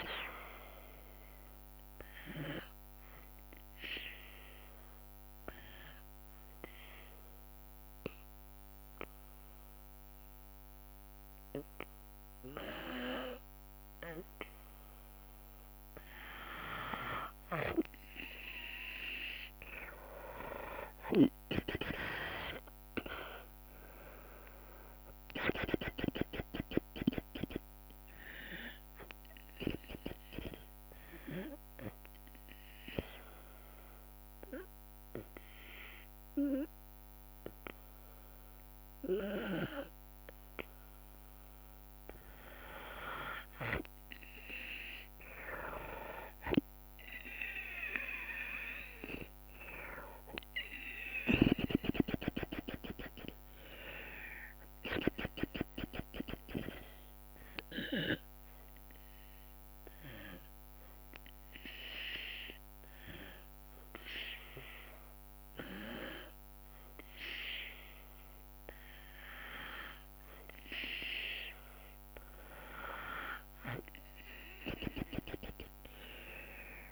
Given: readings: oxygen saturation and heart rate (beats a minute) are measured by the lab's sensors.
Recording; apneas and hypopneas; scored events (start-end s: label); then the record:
breathing in sleep by a microphone on the trachea; 3
0.00-7.00 s: drop in pulse transit time (device-marked, heart rate 57 extreme)
0.00-15.00 s: oxygen desaturation (device-marked, oxygen 92% lowest, heart rate 57 extreme)
1.00-16.00 s: obstructive apnea (oxygen 97% before, 92% lowest, heart rate 64 before, 58 extreme, up 16 after)
18.00-21.00 s: arousal
20.00-32.00 s: drop in pulse transit time (device-marked, heart rate 63 before, 63 extreme)
25.00-39.00 s: oxygen desaturation (device-marked, oxygen 98% before, 92% lowest, heart rate 64 before, 57 extreme)
31.00-42.50 s: obstructive apnea (oxygen 98% before, 92% lowest, heart rate 71 before, 57 extreme, up 15 after)
44.50-48.00 s: arousal
51.00-60.00 s: oxygen desaturation (device-marked, oxygen 98% before, 92% lowest, heart rate 65 before, 57 extreme)
51.00-62.00 s: drop in pulse transit time (device-marked, heart rate 65 before, 57 extreme)
58.00-71.00 s: obstructive apnea (oxygen 98% before, 93% lowest, heart rate 69 before, 58 extreme, up 33 after)
75.00-76.92 s: drop in pulse transit time (device-marked, heart rate 64 before, 62 extreme)
From the record:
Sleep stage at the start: N2 (light sleep); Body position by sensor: on the back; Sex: female